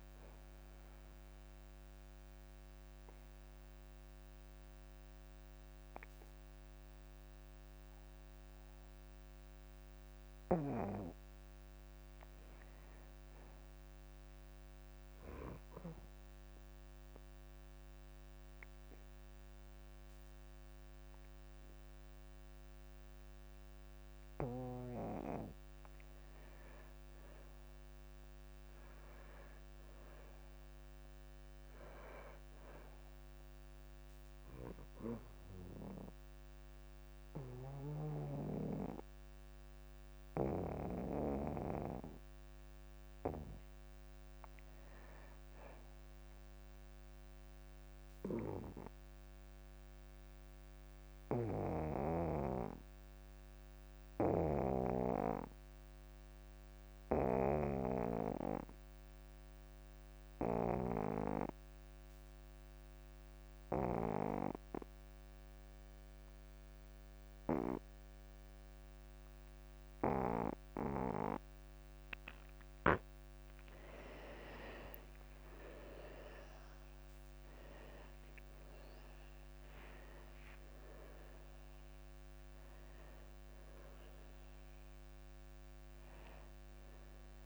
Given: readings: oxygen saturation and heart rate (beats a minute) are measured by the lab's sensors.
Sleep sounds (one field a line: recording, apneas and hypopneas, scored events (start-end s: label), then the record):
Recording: breathing in sleep by a microphone on the trachea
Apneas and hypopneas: 4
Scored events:
0.00-1.00 s: long interval between heartbeats (device-marked)
0.00-25.50 s: oxygen desaturation (device-marked, oxygen 84% lowest)
1.00-12.00 s: obstructive apnea (oxygen 95% before, 84% lowest)
11.50-13.50 s: long interval between heartbeats (device-marked, heart rate 30 before, 46 extreme)
13.00-15.00 s: arousal
17.00-27.50 s: obstructive apnea (oxygen 95% before, 83% lowest)
25.50-27.50 s: long interval between heartbeats (device-marked, heart rate 35 before, 32 extreme)
29.00-31.50 s: arousal
34.50-44.50 s: obstructive apnea (oxygen 97% before, 79% lowest)
38.00-40.00 s: long interval between heartbeats (device-marked)
44.50-46.50 s: long interval between heartbeats (device-marked)
44.50-47.50 s: arousal
45.50-55.50 s: oxygen desaturation (device-marked, oxygen 94% before, 90% lowest)
51.50-73.00 s: obstructive apnea (oxygen 97% before, 78% lowest)
54.00-56.00 s: long interval between heartbeats (device-marked)
61.50-63.50 s: long interval between heartbeats (device-marked, heart rate 32 before, 49 extreme)
63.50-87.46 s: oxygen desaturation (device-marked, oxygen 94% before, 78% lowest)
64.50-66.50 s: long interval between heartbeats (device-marked, heart rate 35 before, 48 extreme)
69.50-71.50 s: long interval between heartbeats (device-marked, heart rate 37 before, 44 extreme)
73.50-75.50 s: long interval between heartbeats (device-marked, heart rate 40 before, 52 extreme)
74.50-87.46 s: new sleep stage, awake
76.00-78.00 s: long interval between heartbeats (device-marked, heart rate 42 before, 39 extreme)
85.00-87.00 s: long interval between heartbeats (device-marked)
From the record:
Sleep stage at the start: N2 (light sleep)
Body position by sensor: on the back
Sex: male